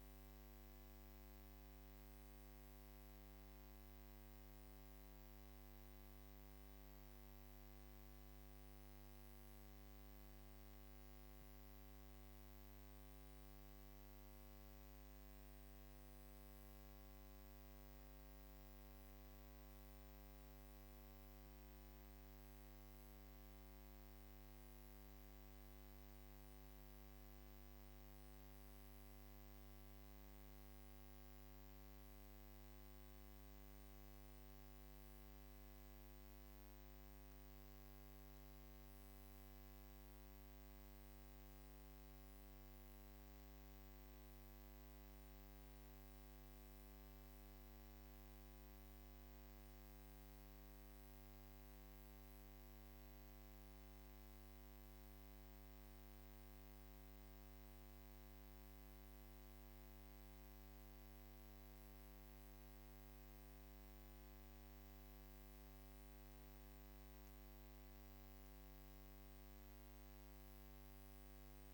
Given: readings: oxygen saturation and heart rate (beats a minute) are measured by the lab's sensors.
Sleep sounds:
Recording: breathing in sleep, hard to hear, by a microphone on the trachea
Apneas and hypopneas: none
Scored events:
none scored
From the record:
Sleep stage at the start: N1 (lightest sleep)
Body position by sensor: on the back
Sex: female

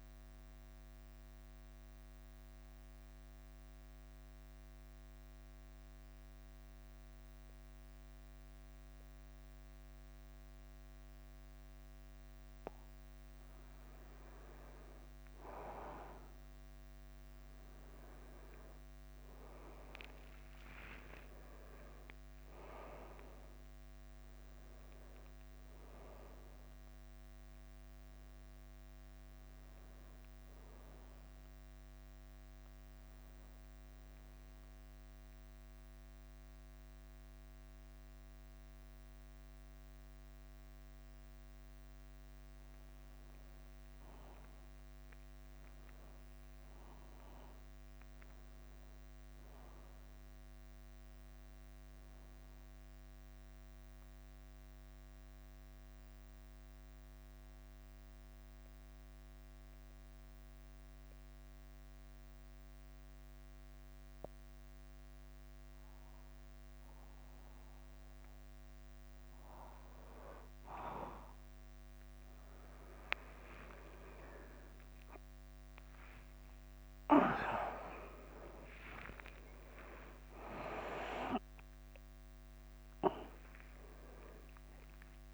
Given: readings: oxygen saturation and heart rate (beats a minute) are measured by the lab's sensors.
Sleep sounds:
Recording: breathing in sleep by a microphone on the trachea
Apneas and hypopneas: 3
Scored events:
0.00-83.50 s: bradycardia (device-marked, heart rate 49 extreme)
2.00-13.50 s: central apnea (oxygen 99% before, 96% lowest, heart rate 54 before, 49 extreme, up 4 after)
17.50-23.00 s: arousal
33.50-44.50 s: obstructive apnea (oxygen 99% before, 94% lowest, heart rate 53 before, 49 extreme, up 4 after)
33.50-85.34 s: new sleep stage, N2 (light sleep)
46.50-51.00 s: arousal
54.50-69.50 s: mixed apnea (oxygen 99% before, 94% lowest, heart rate 53 before, 49 extreme, up 3 after)
74.00-80.50 s: arousal
76.50-85.34 s: oxygen desaturation (device-marked, oxygen 98% before, 94% lowest, heart rate 50 before, 53 extreme)
From the record:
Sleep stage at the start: N1 (lightest sleep)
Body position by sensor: on the back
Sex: male

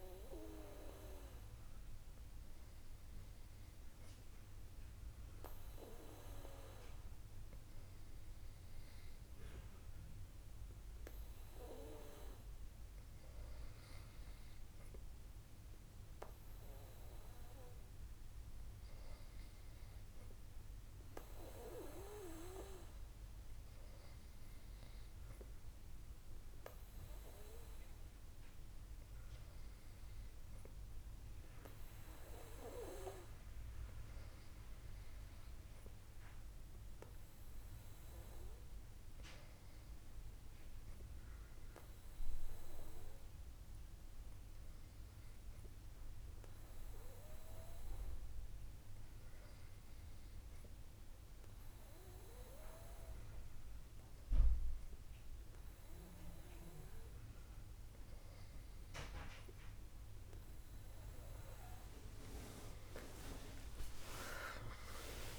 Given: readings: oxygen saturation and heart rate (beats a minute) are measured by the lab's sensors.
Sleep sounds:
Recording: breathing in sleep by a room microphone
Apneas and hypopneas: 1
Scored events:
26.50-57.00 s: hypopnea (oxygen 98% before, 95% lowest, heart rate 65 before, 65 extreme, up 46 after)
64.00-65.39 s: arousal
From the record:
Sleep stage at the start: N2 (light sleep)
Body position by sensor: on the back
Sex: female

